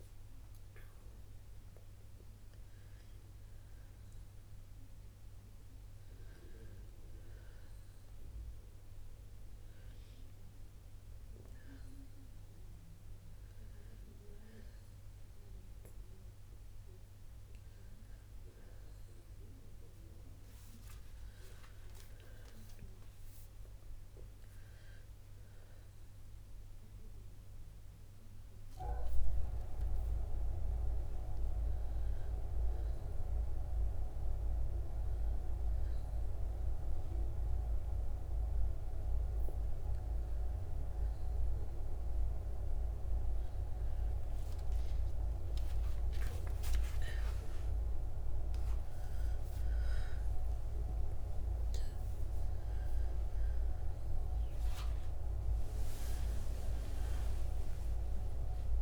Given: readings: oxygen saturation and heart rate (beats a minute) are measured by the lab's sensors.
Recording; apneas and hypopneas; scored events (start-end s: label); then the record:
breathing in sleep by a room microphone; 1
0.00-1.00 s: arousal
21.50-25.00 s: arousal
27.00-39.00 s: obstructive apnea (oxygen 93% before, 91% lowest, heart rate 65 before, 62 extreme, up 2 after)
41.00-45.00 s: arousal
From the record:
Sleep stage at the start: N2 (light sleep); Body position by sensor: on the back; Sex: female